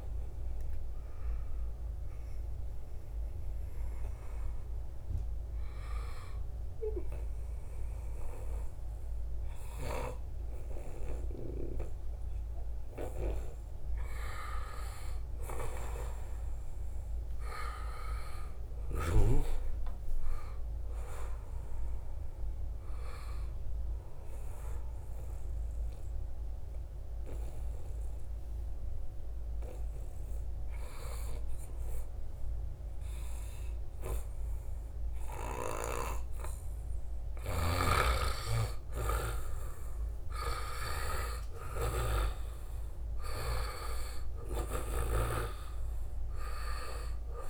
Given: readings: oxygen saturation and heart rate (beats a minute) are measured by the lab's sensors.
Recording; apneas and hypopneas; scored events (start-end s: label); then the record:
breathing in sleep by a room microphone; 2
0.50-12.50 s: obstructive apnea (oxygen 97% before, 90% lowest, heart rate 112 before, 83 extreme, up 11 after)
14.50-19.50 s: arousal
18.50-20.50 s: long interval between heartbeats (device-marked, heart rate 90 before, 94 extreme)
22.00-33.00 s: oxygen desaturation (device-marked, oxygen 95% before, 92% lowest, heart rate 89 before, 80 extreme)
24.50-36.00 s: obstructive apnea (oxygen 97% before, 90% lowest, heart rate 89 before, 80 extreme)
38.00-41.00 s: arousal
40.00-47.49 s: new sleep stage, N2 (light sleep)
43.00-47.49 s: oxygen desaturation (device-marked, oxygen 95% before, 90% lowest, heart rate 84 before, 78 extreme)
From the record:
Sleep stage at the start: N1 (lightest sleep); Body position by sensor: on the right side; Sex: male